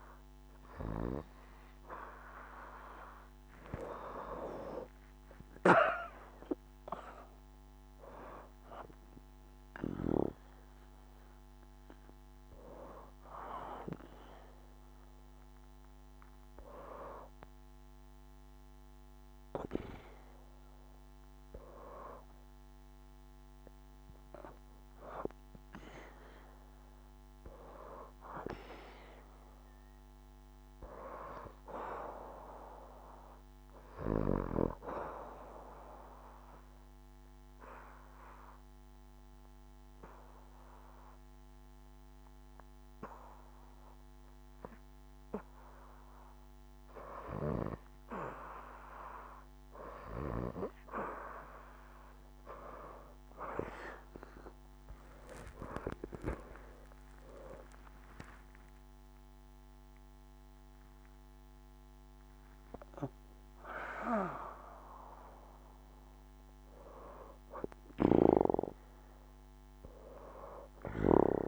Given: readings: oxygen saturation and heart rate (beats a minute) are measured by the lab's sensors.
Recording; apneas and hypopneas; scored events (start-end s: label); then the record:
breathing in sleep by a microphone on the trachea; 1
0.00-3.00 s: oxygen desaturation (device-marked, oxygen 74% lowest, heart rate 76 extreme)
1.50-10.00 s: leg movement (device-marked)
3.00-8.00 s: arousal
17.00-18.50 s: leg movement (device-marked)
18.00-31.00 s: oxygen desaturation (device-marked, oxygen 79% before, 76% lowest, heart rate 81 before, 71 extreme)
22.00-26.00 s: leg movement (device-marked)
34.50-46.50 s: obstructive apnea (oxygen 90% before, 76% lowest, heart rate 77 before, 71 extreme, up 8 after)
52.50-57.50 s: arousal
52.50-58.00 s: leg movement (device-marked)
61.00-71.48 s: oxygen desaturation (device-marked, oxygen 88% before, 76% lowest, heart rate 76 before, 73 extreme)
From the record:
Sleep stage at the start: N2 (light sleep); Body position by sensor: on the back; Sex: female